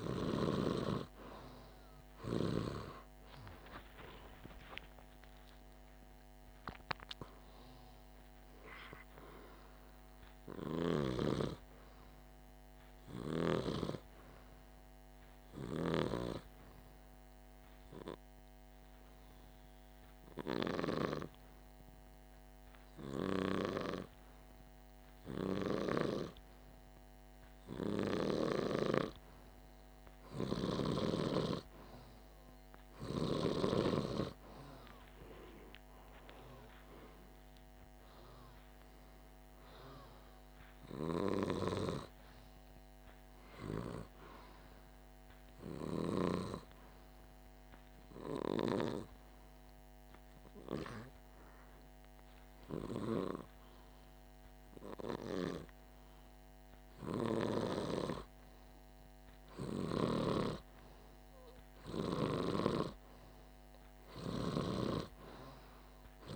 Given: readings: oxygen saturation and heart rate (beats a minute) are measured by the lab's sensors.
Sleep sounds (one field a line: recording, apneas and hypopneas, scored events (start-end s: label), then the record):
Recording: breathing in sleep by a microphone on the trachea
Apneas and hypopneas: 2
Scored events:
2.00-6.00 s: arousal
15.50-29.50 s: hypopnea (oxygen 97% before, 94% lowest, heart rate 51 before, 49 extreme, up 1 after)
32.50-35.50 s: arousal
45.00-57.50 s: hypopnea (oxygen 98% before, 94% lowest, heart rate 50 before, 49 extreme, up 0 after)
61.00-65.50 s: arousal
From the record:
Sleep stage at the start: N2 (light sleep)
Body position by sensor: on the back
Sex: male